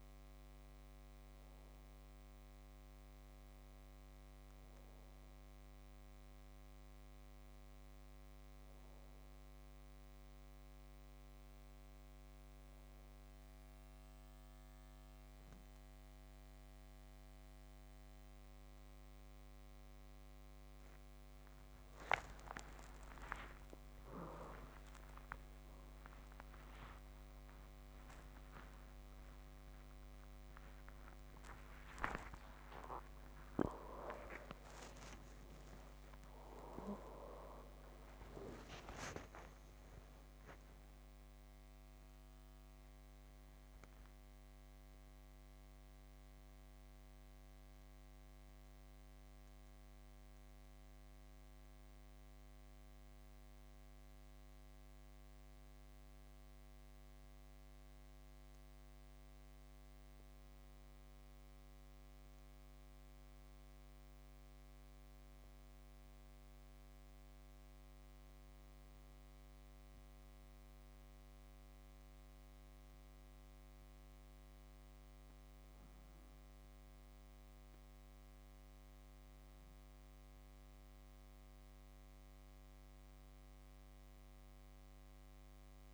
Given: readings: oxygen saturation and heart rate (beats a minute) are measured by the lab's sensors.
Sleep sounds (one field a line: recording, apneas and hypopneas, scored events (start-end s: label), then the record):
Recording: breathing in sleep by a microphone on the trachea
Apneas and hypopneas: none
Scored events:
22.00-27.50 s: arousal
22.50-24.50 s: long interval between heartbeats (device-marked, heart rate 63 before, 71 extreme)
28.00-30.00 s: long interval between heartbeats (device-marked, heart rate 76 before, 176 extreme)
31.50-33.50 s: long interval between heartbeats (device-marked, heart rate 93 before, 161 extreme)
34.00-36.00 s: long interval between heartbeats (device-marked, heart rate 108 before, 154 extreme)
38.50-40.50 s: long interval between heartbeats (device-marked, heart rate 129 before, 184 extreme)
From the record:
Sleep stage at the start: N2 (light sleep)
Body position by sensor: on the back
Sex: female